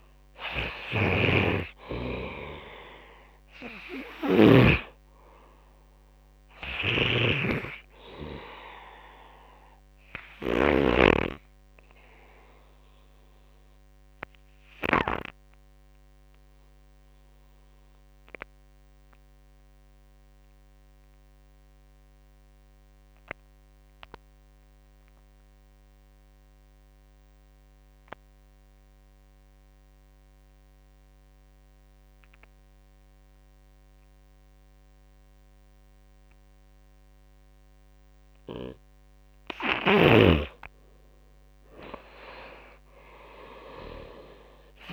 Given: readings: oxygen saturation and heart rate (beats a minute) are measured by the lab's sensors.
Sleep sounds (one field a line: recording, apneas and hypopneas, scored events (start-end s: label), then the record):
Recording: breathing in sleep by a microphone on the trachea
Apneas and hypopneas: 1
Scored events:
0.00-4.00 s: snoring (device-marked)
0.00-21.50 s: oxygen desaturation (device-marked, oxygen 87% lowest)
6.00-10.00 s: snoring (device-marked)
10.50-38.50 s: obstructive apnea (oxygen 99% before, 85% lowest)
35.50-44.93 s: oxygen desaturation (device-marked, oxygen 99% before, 86% lowest)
38.50 s: drop in pulse transit time (device-marked)
39.00-44.93 s: snoring (device-marked)
41.00-44.00 s: arousal
From the record:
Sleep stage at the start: N2 (light sleep)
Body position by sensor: on the right side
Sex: male